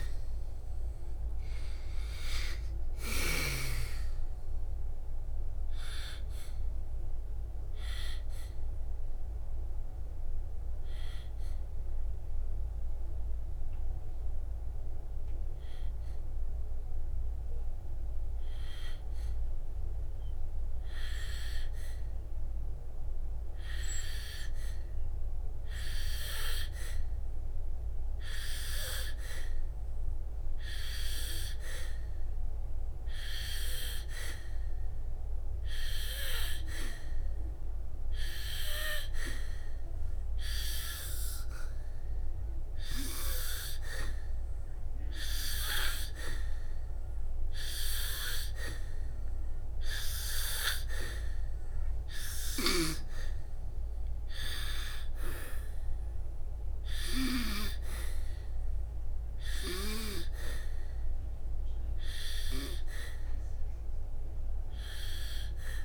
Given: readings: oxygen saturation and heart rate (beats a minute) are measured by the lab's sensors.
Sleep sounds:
breathing in sleep by a room microphone; 1
0.00-3.00 s: arousal
0.00-4.00 s: snoring (device-marked)
6.00-16.00 s: oxygen desaturation (device-marked, oxygen 97% before, 94% lowest, heart rate 59 before, 58 extreme)
9.50-35.00 s: obstructive apnea (oxygen 97% before, 92% lowest, heart rate 59 before, 58 extreme, up 1 after)
37.50-40.50 s: arousal
45.00-65.00 s: oxygen desaturation (device-marked, oxygen 97% before, 92% lowest, heart rate 65 before, 62 extreme)
From the record:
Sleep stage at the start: N2 (light sleep); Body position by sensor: on the back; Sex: female

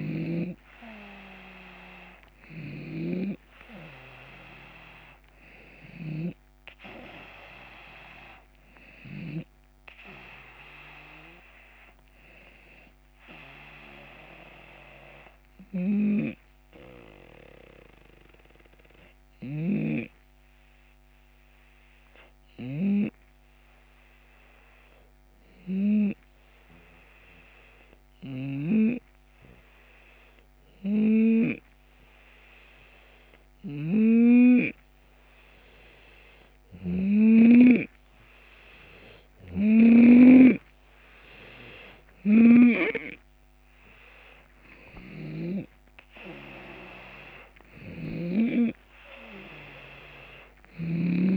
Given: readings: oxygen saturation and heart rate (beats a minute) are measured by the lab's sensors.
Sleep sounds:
breathing in sleep by a microphone on the trachea; 1
0.00-2.50 s: snoring (device-marked)
0.00-6.00 s: oxygen desaturation (device-marked, oxygen 88% lowest, heart rate 40 extreme)
2.50-4.50 s: long interval between heartbeats (device-marked, heart rate 61 before, 64 extreme)
3.00-30.00 s: tachycardia (device-marked, heart rate 68 before, 155 extreme)
5.00-7.00 s: long interval between heartbeats (device-marked, heart rate 63 before, 90 extreme)
13.00-30.00 s: oxygen desaturation (device-marked, oxygen 89% before, 86% lowest)
15.00-19.00 s: snoring (device-marked)
15.00-34.50 s: hypopnea (oxygen 93% before, 86% lowest)
27.50-31.00 s: snoring (device-marked)
33.00-39.50 s: snoring (device-marked)
38.50-42.00 s: arousal
41.50-48.00 s: snoring (device-marked)
43.00-51.37 s: oxygen desaturation (device-marked, oxygen 92% before, 88% lowest)
45.50-47.50 s: long interval between heartbeats (device-marked)
50.00-51.37 s: snoring (device-marked)
From the record:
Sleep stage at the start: N2 (light sleep); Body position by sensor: on the left side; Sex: male

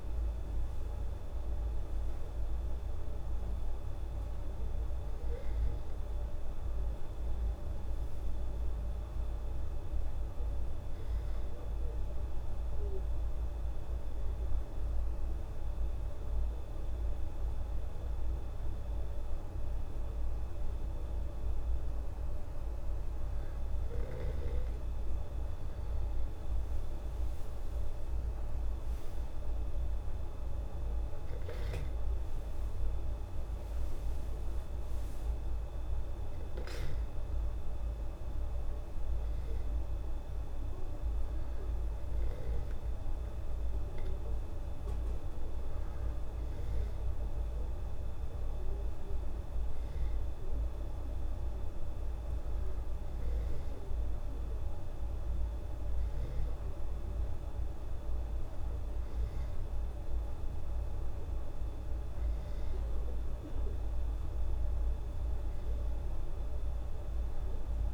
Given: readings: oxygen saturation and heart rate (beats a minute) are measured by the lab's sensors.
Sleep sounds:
breathing in sleep, hard to hear, by a room microphone; 1
0.00-1.00 s: arousal
14.00-24.50 s: hypopnea (oxygen 97% before, 94% lowest, heart rate 106 before, 73 extreme)
27.00-30.00 s: arousal
From the record:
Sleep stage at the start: N2 (light sleep); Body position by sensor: on the back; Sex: female

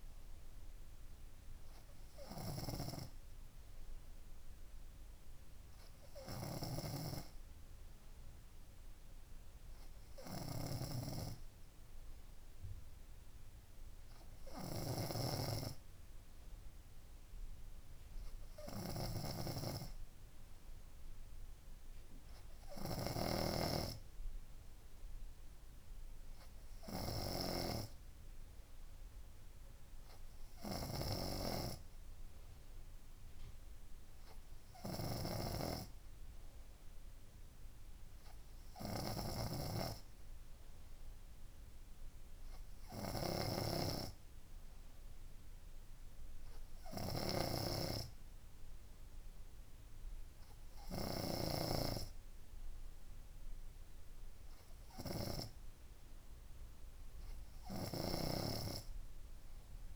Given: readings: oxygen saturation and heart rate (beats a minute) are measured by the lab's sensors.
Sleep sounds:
breathing in sleep by a room microphone; none
none scored
From the record:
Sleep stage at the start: N3 (deep sleep); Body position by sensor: on the front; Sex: female

